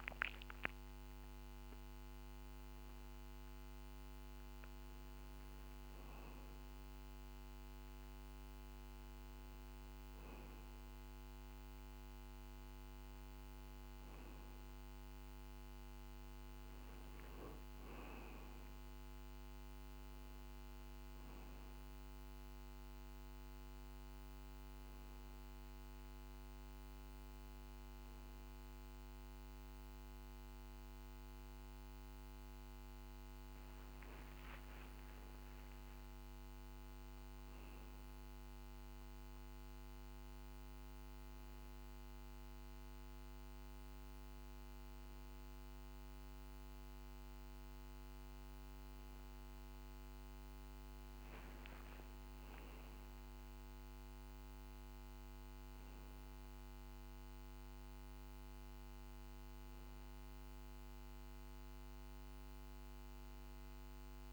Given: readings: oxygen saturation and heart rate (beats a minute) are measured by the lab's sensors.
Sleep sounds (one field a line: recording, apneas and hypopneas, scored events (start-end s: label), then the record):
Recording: a person partly awake in a sleep study, hard to hear, by a microphone on the trachea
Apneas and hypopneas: 1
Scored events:
7.50-64.33 s: new sleep stage, N2 (light sleep)
22.00-34.50 s: hypopnea (oxygen 97% before, 95% lowest, heart rate 53 before, 48 extreme, up 12 after)
35.50-39.50 s: arousal
From the record:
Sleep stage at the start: awake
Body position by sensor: on the back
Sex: male